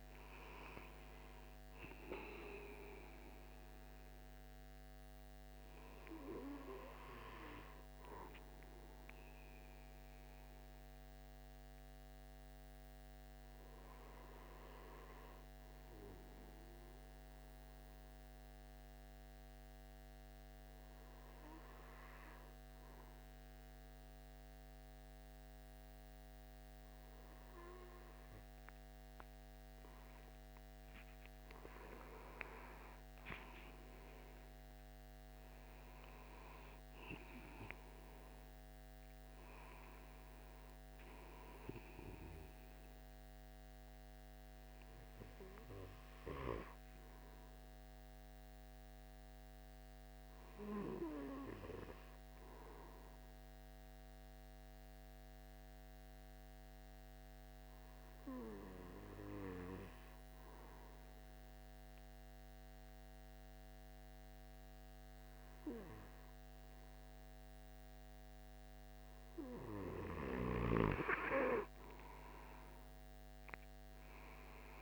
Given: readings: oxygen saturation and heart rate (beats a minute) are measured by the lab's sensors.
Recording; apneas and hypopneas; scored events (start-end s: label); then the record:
breathing in sleep by a microphone on the trachea; 2
8.50-28.00 s: hypopnea (oxygen 96% before, 92% lowest, heart rate 82 before, 75 extreme, up 19 after)
31.50-37.00 s: arousal
53.00-69.00 s: hypopnea (oxygen 96% before, 92% lowest, heart rate 81 before, 74 extreme, up 7 after)
71.00-74.50 s: arousal
From the record:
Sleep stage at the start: N2 (light sleep); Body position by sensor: on the right side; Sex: male